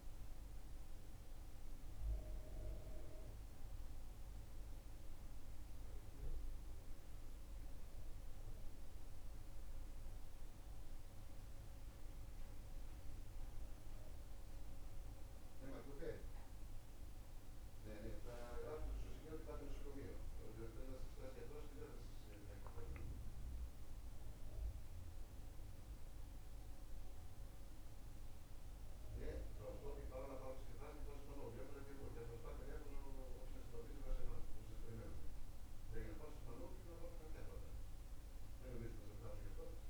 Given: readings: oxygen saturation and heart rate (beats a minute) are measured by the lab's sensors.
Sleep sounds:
breathing in sleep by a room microphone; none
none scored
From the record:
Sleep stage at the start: N2 (light sleep); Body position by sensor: on the back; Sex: male

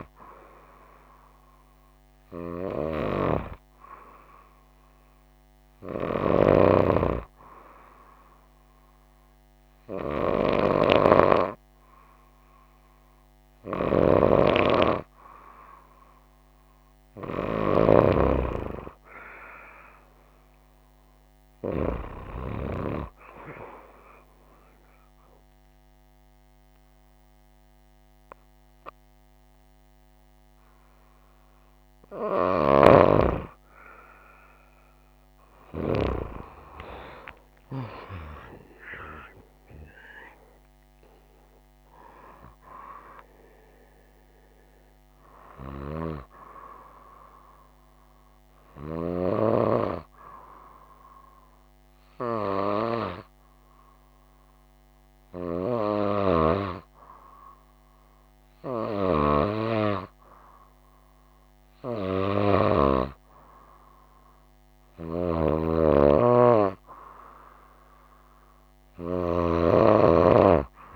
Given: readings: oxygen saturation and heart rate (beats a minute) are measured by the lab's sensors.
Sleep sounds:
breathing in sleep by a microphone on the trachea; 1
24.00-34.00 s: obstructive apnea (oxygen 97% before, 95% lowest, heart rate 61 before, 60 extreme, up 3 after)
37.50-42.00 s: arousal
From the record:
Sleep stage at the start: N2 (light sleep); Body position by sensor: on the right side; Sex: female

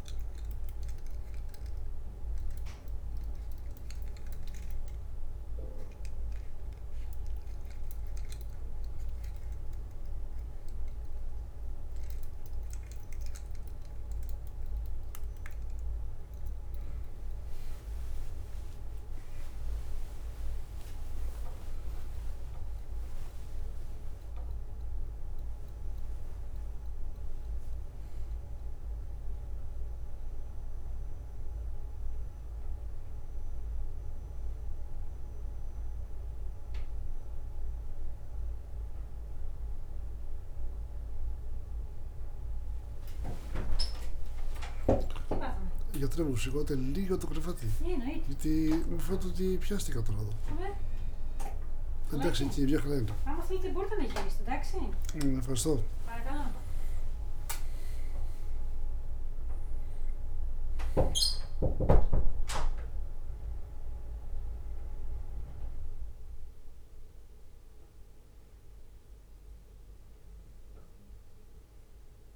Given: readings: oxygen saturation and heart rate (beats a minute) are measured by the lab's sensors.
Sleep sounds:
a person awake in a sleep study, by a room microphone; none
20.50-22.00 s: leg movement (device-marked)
20.50-22.50 s: long interval between heartbeats (device-marked, heart rate 65 before, 83 extreme)
23.00-24.50 s: leg movement (device-marked)
42.00-45.50 s: leg movement (device-marked)
48.50-52.50 s: snoring (device-marked)
52.50-54.00 s: leg movement (device-marked)
52.50-54.50 s: long interval between heartbeats (device-marked, heart rate 63 before, 89 extreme)
From the record:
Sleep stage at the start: awake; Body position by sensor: on the back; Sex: male

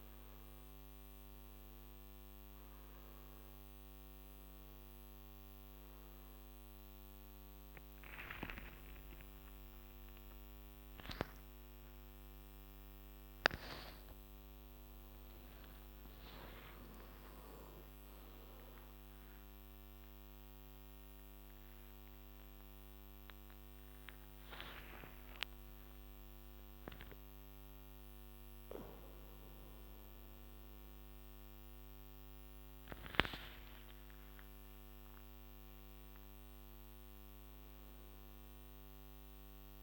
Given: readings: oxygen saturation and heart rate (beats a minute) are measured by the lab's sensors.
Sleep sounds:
a person awake in a sleep study, by a microphone on the trachea; none
28.50-39.83 s: new sleep stage, N1 (lightest sleep)
From the record:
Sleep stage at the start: awake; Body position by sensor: on the back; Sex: male

